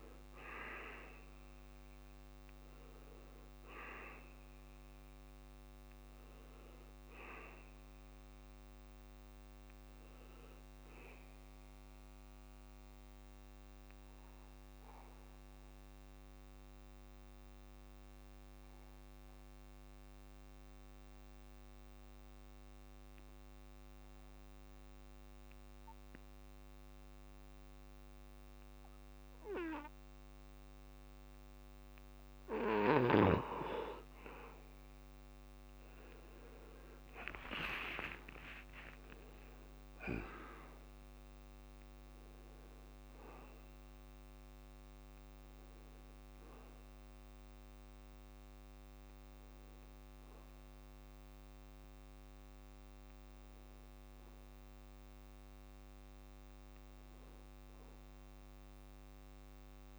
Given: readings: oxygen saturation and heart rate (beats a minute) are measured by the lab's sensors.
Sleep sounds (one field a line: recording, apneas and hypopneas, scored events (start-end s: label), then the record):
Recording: breathing in sleep by a microphone on the trachea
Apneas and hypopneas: 1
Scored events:
0.00-15.50 s: oxygen desaturation (device-marked, oxygen 86% lowest, heart rate 66 extreme)
12.50-31.00 s: mixed apnea (oxygen 94% before, 86% lowest, heart rate 69 before, 66 extreme, up 21 after)
33.50-59.99 s: oxygen desaturation (device-marked, oxygen 97% before, 86% lowest, heart rate 67 before, 65 extreme)
35.50-40.50 s: arousal
From the record:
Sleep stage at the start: N2 (light sleep)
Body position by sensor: on the back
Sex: male